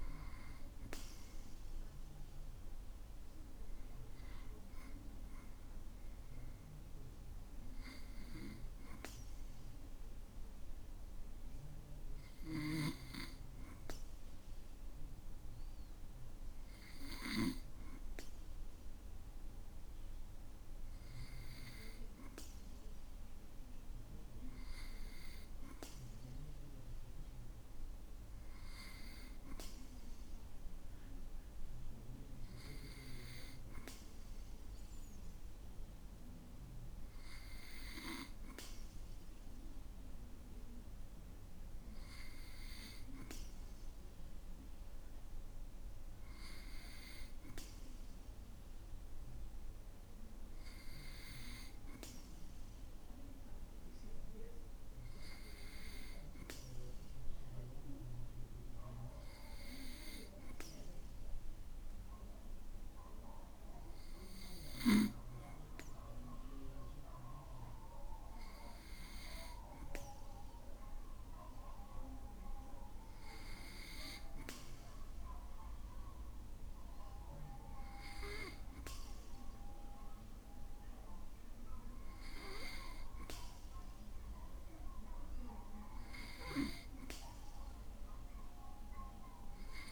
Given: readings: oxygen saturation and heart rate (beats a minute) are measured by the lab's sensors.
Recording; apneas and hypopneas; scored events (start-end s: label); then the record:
breathing in sleep by a room microphone; 1
59.50-72.00 s: obstructive apnea (oxygen 96% before, 94% lowest, heart rate 58 before, 54 extreme, up 2 after)
74.00-77.50 s: arousal
From the record:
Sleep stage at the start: N2 (light sleep); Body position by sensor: on the back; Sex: male